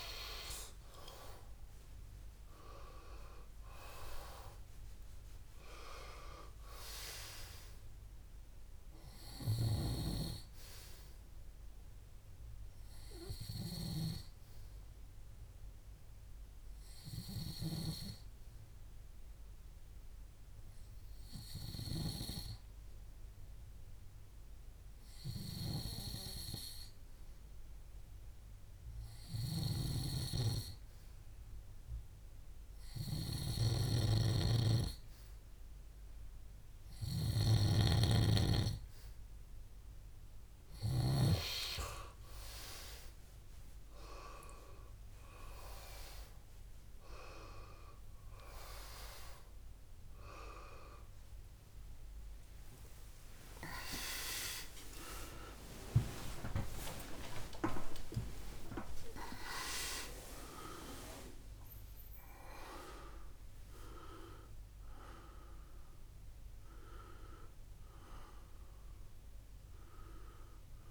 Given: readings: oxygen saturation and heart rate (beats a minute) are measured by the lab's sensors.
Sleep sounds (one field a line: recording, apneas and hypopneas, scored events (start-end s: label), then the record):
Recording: breathing in sleep by a room microphone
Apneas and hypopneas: 1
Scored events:
0.00-3.50 s: arousal
18.00-31.50 s: hypopnea (oxygen 99% before, 91% lowest, heart rate 67 before, 61 extreme, up 1 after)
33.00-35.50 s: arousal
44.00-70.91 s: oxygen desaturation (device-marked, oxygen 97% before, 91% lowest, heart rate 64 before, 60 extreme)
48.50-50.50 s: long interval between heartbeats (device-marked, heart rate 65 before, 79 extreme)
53.00-58.50 s: arousal
53.00-60.00 s: tachycardia (device-marked, heart rate 66 before, 128 extreme)
57.00-59.00 s: long interval between heartbeats (device-marked, heart rate 74 before, 126 extreme)
From the record:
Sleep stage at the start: N2 (light sleep)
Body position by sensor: on the back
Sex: male